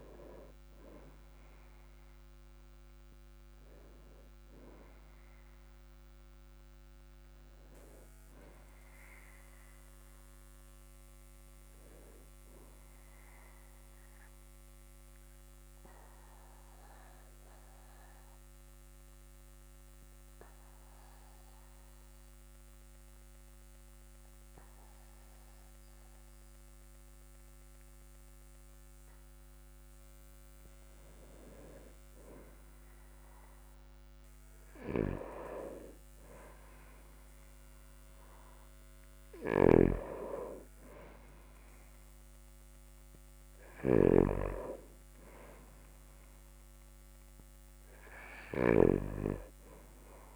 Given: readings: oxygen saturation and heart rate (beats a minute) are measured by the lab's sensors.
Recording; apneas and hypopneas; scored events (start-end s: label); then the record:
breathing in sleep by a microphone on the trachea; 1
13.50-30.00 s: obstructive apnea (oxygen 98% before, 96% lowest, heart rate 51 before, 43 extreme, up 6 after)
33.50-38.00 s: arousal
40.00-49.50 s: snoring (device-marked)
From the record:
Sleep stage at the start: N2 (light sleep); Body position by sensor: on the back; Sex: male